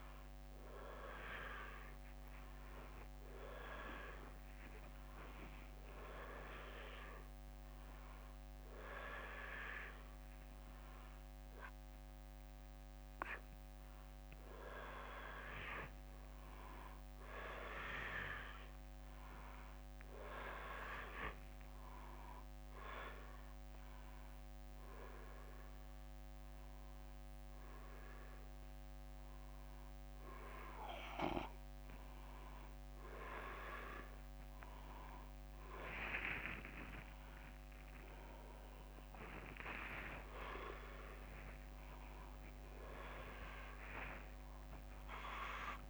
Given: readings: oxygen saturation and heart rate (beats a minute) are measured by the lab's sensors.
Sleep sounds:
a person awake in a sleep study, by a microphone on the trachea; none
25.50-37.50 s: oxygen desaturation (device-marked, oxygen 97% before, 92% lowest)
From the record:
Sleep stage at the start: awake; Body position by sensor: upright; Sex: male

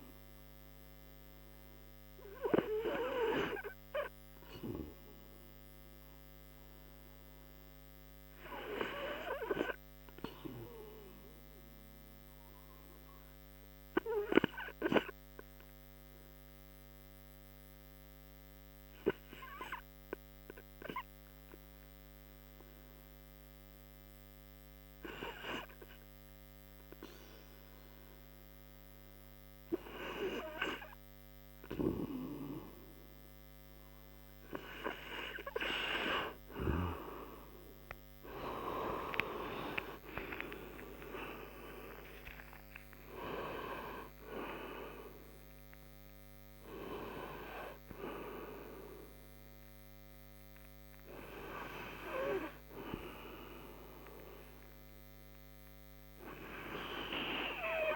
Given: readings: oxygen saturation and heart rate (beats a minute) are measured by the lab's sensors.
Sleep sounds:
breathing in sleep by a microphone on the trachea; 1
4.00-29.50 s: obstructive apnea (oxygen 89% before, 84% lowest)
25.50-57.96 s: new sleep stage, N2 (light sleep)
39.00-43.50 s: arousal
44.50-57.96 s: oxygen desaturation (device-marked, oxygen 93% before, 84% lowest)
46.50-50.50 s: tachycardia (device-marked)
From the record:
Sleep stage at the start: REM sleep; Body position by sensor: on the right side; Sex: male

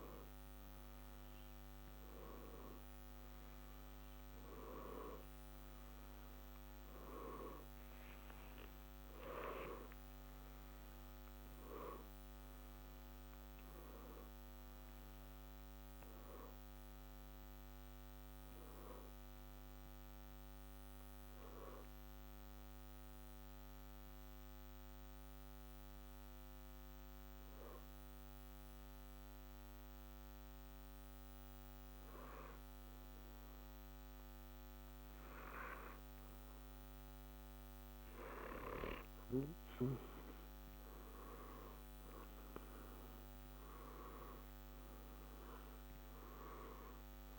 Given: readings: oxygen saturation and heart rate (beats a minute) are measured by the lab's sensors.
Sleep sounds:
breathing in sleep by a microphone on the trachea; 1
3.50-8.00 s: arousal
11.50-20.50 s: oxygen desaturation (device-marked, oxygen 93% before, 88% lowest, heart rate 67 before, 63 extreme)
22.00-39.00 s: mixed apnea (oxygen 93% before, 85% lowest, heart rate 70 before, 63 extreme, up 2 after)
From the record:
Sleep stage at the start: N1 (lightest sleep); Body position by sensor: on the back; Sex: male

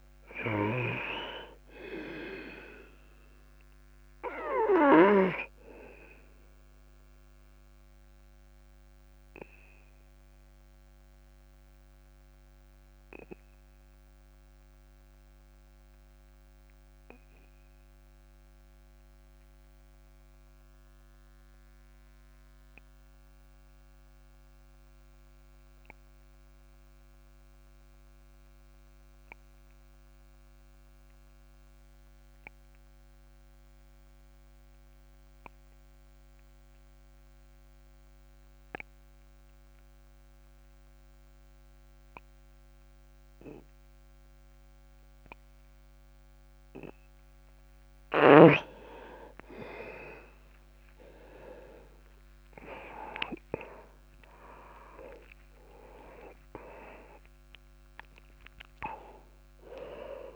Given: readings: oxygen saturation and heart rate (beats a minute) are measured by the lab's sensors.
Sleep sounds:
breathing in sleep by a microphone on the trachea; 1
0.00-24.00 s: oxygen desaturation (device-marked, oxygen 89% lowest, heart rate 27 extreme)
4.50-47.50 s: obstructive apnea (oxygen 100% before, 84% lowest, heart rate 60 before, 27 extreme, up 0 after)
42.00-60.36 s: oxygen desaturation (device-marked, oxygen 99% before, 84% lowest)
54.00-58.50 s: arousal
From the record:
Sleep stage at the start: N2 (light sleep); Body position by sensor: on the back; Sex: male

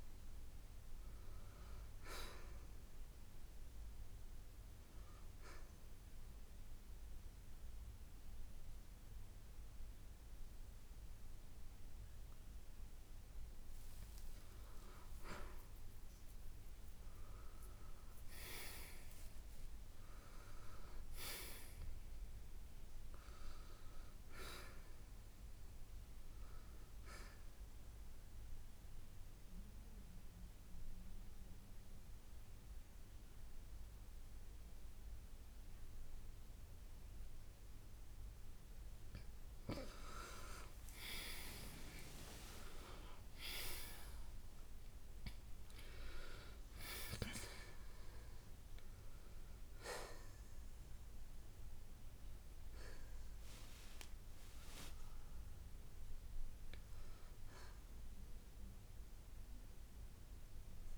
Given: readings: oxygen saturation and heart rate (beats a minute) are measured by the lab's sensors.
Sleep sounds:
breathing in sleep by a room microphone; 1
0.00-8.00 s: oxygen desaturation (device-marked, oxygen 86% lowest, heart rate 59 extreme)
15.50-20.00 s: arousal
19.00-33.00 s: oxygen desaturation (device-marked, oxygen 93% before, 89% lowest, heart rate 64 before, 55 extreme)
28.50-39.00 s: central apnea (oxygen 93% before, 88% lowest, heart rate 63 before, 55 extreme, up 13 after)
35.00-48.00 s: oxygen desaturation (device-marked, oxygen 95% before, 89% lowest, heart rate 63 before, 55 extreme)
41.00-45.50 s: arousal
From the record:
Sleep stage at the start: N2 (light sleep); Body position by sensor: on the right side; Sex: male

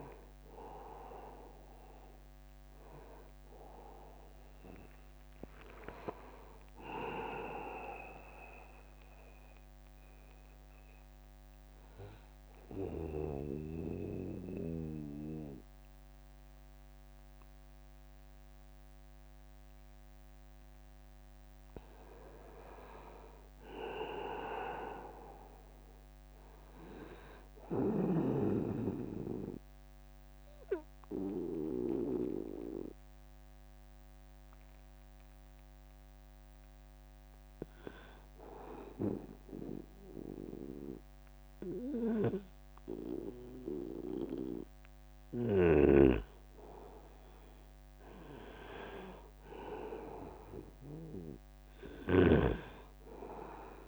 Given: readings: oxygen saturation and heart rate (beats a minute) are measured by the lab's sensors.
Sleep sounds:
breathing in sleep by a microphone on the trachea; 2
0.00-13.50 s: oxygen desaturation (device-marked, oxygen 91% lowest, heart rate 65 extreme)
5.00-7.00 s: long interval between heartbeats (device-marked, heart rate 76 before, 79 extreme)
8.00-20.00 s: obstructive apnea (oxygen 100% before, 91% lowest, heart rate 77 before, 72 extreme, up 6 after)
21.50-24.50 s: arousal
28.00-38.00 s: obstructive apnea (oxygen 100% before, 88% lowest, heart rate 80 before, 67 extreme, up 6 after)
34.50-44.50 s: oxygen desaturation (device-marked, oxygen 100% before, 96% lowest, heart rate 80 before, 67 extreme)
39.00-41.00 s: long interval between heartbeats (device-marked, heart rate 79 before, 79 extreme)
42.50-46.50 s: arousal
51.50-53.88 s: snoring (device-marked)
From the record:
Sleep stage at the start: N2 (light sleep); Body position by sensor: on the back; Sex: male

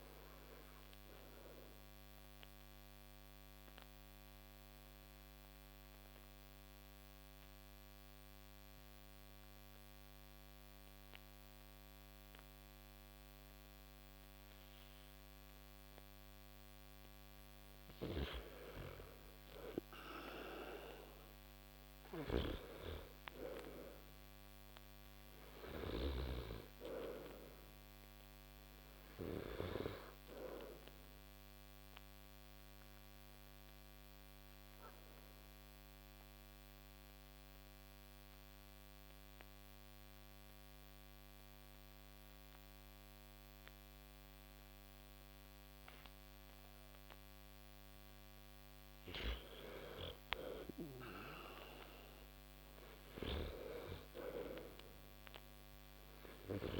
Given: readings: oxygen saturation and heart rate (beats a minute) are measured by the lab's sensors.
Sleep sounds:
breathing in sleep by a microphone on the trachea; 2
0.00-2.00 s: oxygen desaturation (device-marked, oxygen 90% lowest)
0.50-16.50 s: obstructive apnea (oxygen 97% before, 85% lowest)
8.00-17.00 s: oxygen desaturation (device-marked, oxygen 95% before, 87% lowest)
22.00-25.50 s: arousal
29.00-45.00 s: oxygen desaturation (device-marked, oxygen 97% before, 89% lowest)
31.50-48.50 s: obstructive apnea (oxygen 97% before, 84% lowest)
50.50-53.50 s: arousal
From the record:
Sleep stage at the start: N2 (light sleep); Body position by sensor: on the back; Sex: male

